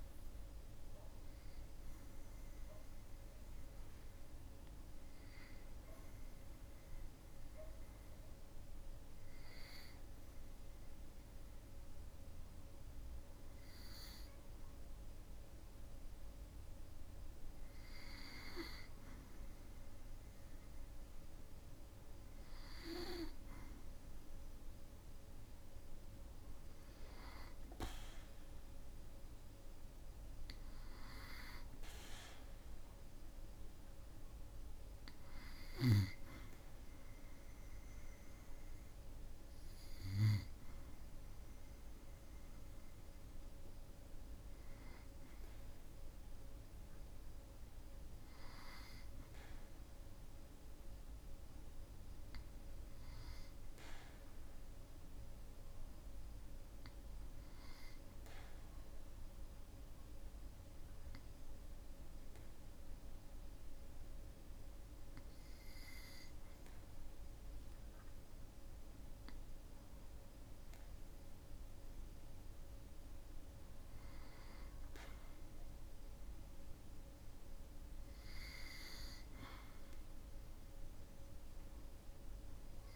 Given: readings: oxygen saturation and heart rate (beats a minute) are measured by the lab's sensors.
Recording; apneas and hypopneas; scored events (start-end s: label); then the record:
breathing in sleep by a room microphone; 2
0.00-7.50 s: oxygen desaturation (device-marked, oxygen 92% lowest, heart rate 53 extreme)
1.00-17.00 s: mixed apnea (oxygen 98% before, 94% lowest, heart rate 68 before, 53 extreme, up 3 after)
20.50-24.00 s: arousal
26.50-42.50 s: oxygen desaturation (device-marked, oxygen 99% before, 94% lowest, heart rate 55 before, 53 extreme)
48.00-51.50 s: arousal
55.00-68.50 s: hypopnea (oxygen 98% before, 95% lowest, heart rate 55 before, 53 extreme, up 2 after)
71.50-75.50 s: arousal
From the record:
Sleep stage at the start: N2 (light sleep); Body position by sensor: on the back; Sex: male